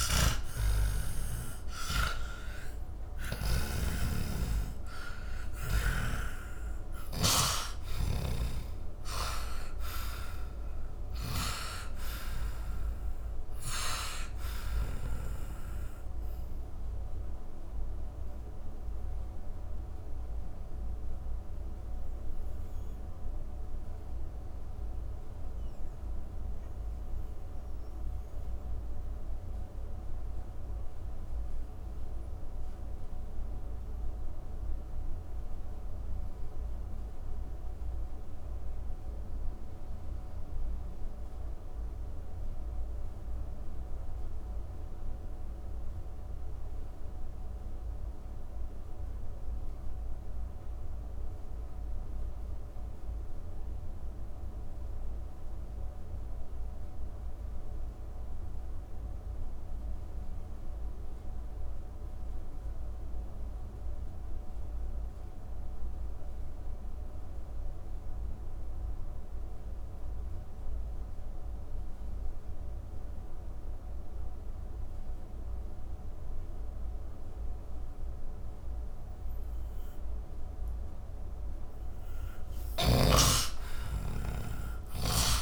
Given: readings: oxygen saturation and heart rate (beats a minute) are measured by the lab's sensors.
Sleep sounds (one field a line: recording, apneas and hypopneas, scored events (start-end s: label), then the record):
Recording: breathing in sleep by a room microphone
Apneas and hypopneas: 1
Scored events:
0.00-3.00 s: arousal
0.00-3.00 s: snoring (device-marked)
0.00-52.00 s: oxygen desaturation (device-marked, oxygen 76% lowest, heart rate 50 extreme)
7.50-14.50 s: snoring (device-marked)
17.50-81.00 s: mixed apnea (oxygen 96% before, 76% lowest, heart rate 111 before, 71 extreme, up 48 after)
77.00-85.42 s: oxygen desaturation (device-marked, oxygen 98% before, 82% lowest, heart rate 106 before, 94 extreme)
82.00-85.42 s: snoring (device-marked)
83.00-85.42 s: arousal
From the record:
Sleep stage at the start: N2 (light sleep)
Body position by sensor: on the back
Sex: male